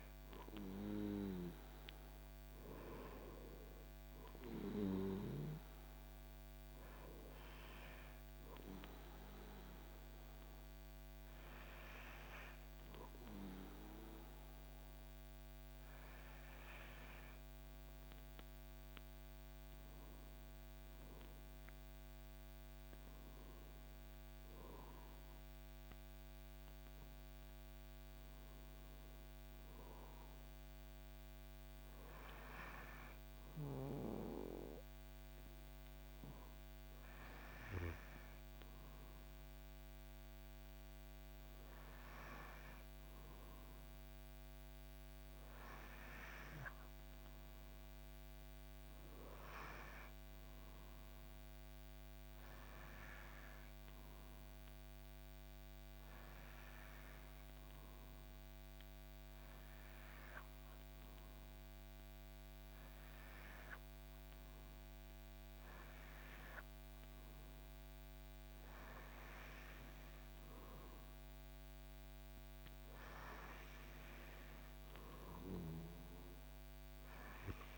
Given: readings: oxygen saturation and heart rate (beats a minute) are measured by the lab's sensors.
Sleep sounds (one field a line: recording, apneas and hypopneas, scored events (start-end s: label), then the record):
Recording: breathing in sleep by a microphone on the trachea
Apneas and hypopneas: none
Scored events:
19.00-23.00 s: arousal
From the record:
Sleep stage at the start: N2 (light sleep)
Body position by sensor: on the back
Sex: male